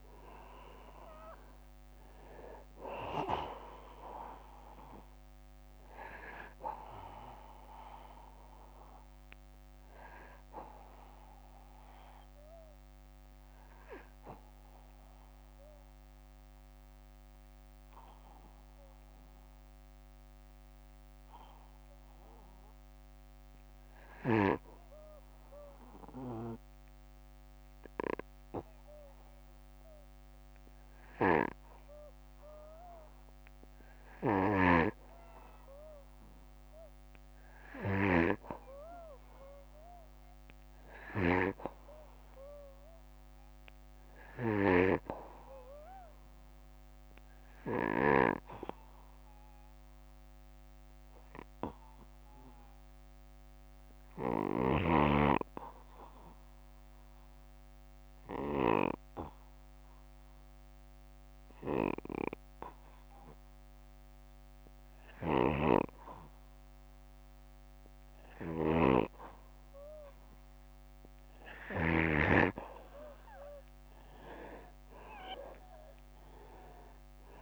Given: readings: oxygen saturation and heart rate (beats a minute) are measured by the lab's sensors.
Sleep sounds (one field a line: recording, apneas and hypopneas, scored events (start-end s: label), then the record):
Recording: breathing in sleep by a microphone on the trachea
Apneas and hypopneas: 2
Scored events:
12.00-34.00 s: obstructive apnea (oxygen 97% before, 90% lowest, heart rate 63 before, 58 extreme, up 2 after)
21.50-32.50 s: oxygen desaturation (device-marked, oxygen 96% before, 93% lowest, heart rate 62 before, 59 extreme)
33.50-47.50 s: snoring (device-marked)
35.50-39.50 s: arousal
48.00-69.50 s: obstructive apnea (oxygen 96% before, 86% lowest, heart rate 60 before, 58 extreme, up 4 after)
64.50-71.50 s: snoring (device-marked)
70.50-77.41 s: oxygen desaturation (device-marked, oxygen 96% before, 90% lowest, heart rate 60 before, 59 extreme)
75.50-77.41 s: arousal
From the record:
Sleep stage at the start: N2 (light sleep)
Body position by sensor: on the back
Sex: male